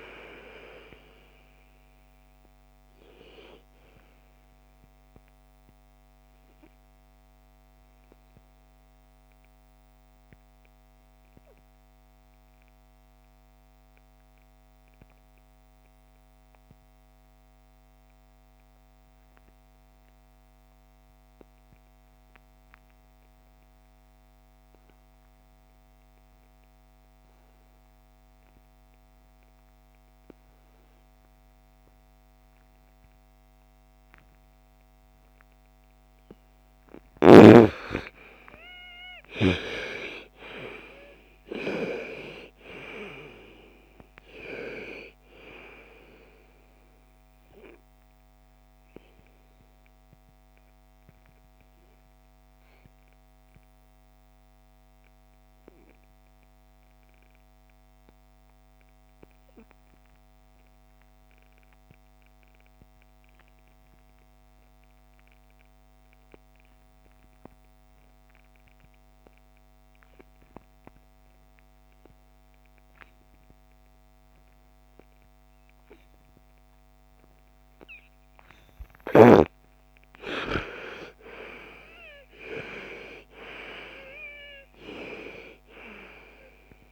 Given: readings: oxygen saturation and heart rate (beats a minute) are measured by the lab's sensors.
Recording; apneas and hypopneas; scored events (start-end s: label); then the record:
breathing in sleep by a microphone on the trachea; 2
0.00-22.00 s: oxygen desaturation (device-marked, oxygen 85% lowest, heart rate 50 extreme)
5.50-35.00 s: obstructive apnea (oxygen 99% before, 80% lowest, heart rate 57 before, 50 extreme, up 2 after)
31.00-59.00 s: oxygen desaturation (device-marked, oxygen 99% before, 81% lowest, heart rate 59 before, 35 extreme)
37.50-42.00 s: arousal
48.50-78.50 s: obstructive apnea (oxygen 99% before, 80% lowest, heart rate 63 before, 35 extreme, up 40 after)
73.00-86.92 s: oxygen desaturation (device-marked, oxygen 99% before, 80% lowest, heart rate 47 before, 38 extreme)
79.50-84.50 s: arousal
From the record:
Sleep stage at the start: N2 (light sleep); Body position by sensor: on the right side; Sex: female